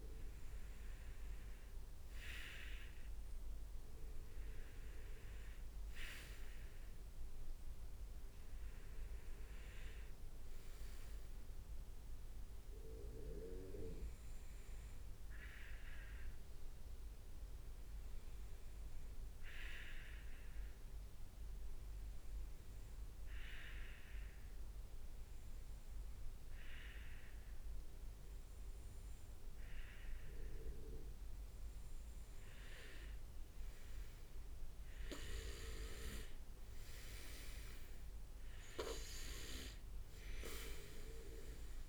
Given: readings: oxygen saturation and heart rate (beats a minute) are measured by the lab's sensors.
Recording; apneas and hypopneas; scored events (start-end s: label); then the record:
breathing in sleep by a room microphone; 1
17.00-31.50 s: hypopnea (oxygen 99% before, 95% lowest, heart rate 69 before, 63 extreme, up 7 after)
33.50-39.00 s: arousal
From the record:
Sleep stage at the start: N2 (light sleep); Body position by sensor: on the right side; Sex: male